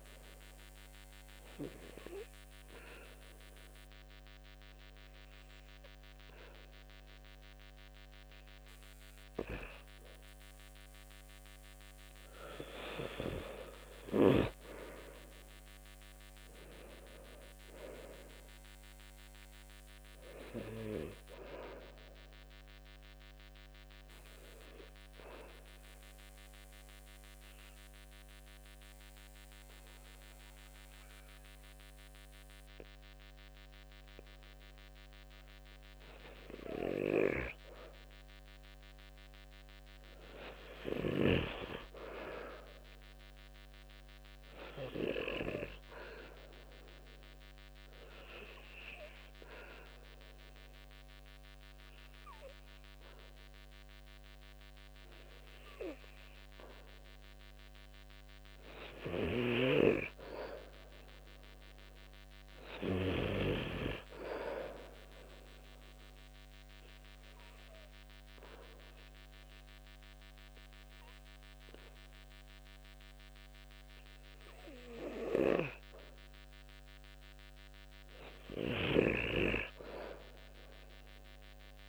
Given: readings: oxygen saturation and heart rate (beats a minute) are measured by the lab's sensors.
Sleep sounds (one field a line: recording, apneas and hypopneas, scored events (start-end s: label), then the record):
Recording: breathing in sleep by a microphone on the trachea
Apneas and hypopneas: 4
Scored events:
0.00-15.50 s: oxygen desaturation (device-marked, oxygen 90% lowest, heart rate 67 extreme)
1.00-11.00 s: obstructive apnea (oxygen 95% before, 90% lowest, heart rate 71 before, 68 extreme, up 11 after)
16.00-19.50 s: arousal
24.00-36.00 s: obstructive apnea (oxygen 95% before, 91% lowest, heart rate 73 before, 65 extreme, up 1 after)
38.50-42.00 s: arousal
46.00-56.00 s: obstructive apnea (oxygen 94% before, 90% lowest, heart rate 68 before, 65 extreme, up 7 after)
59.00-62.50 s: arousal
65.50-76.00 s: obstructive apnea (oxygen 96% before, 90% lowest, heart rate 69 before, 66 extreme, up 1 after)
66.50-72.50 s: oxygen desaturation (device-marked, oxygen 96% before, 91% lowest, heart rate 69 before, 66 extreme)
77.50-81.00 s: arousal
78.50-81.89 s: snoring (device-marked)
From the record:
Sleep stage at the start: N2 (light sleep)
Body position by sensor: on the back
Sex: male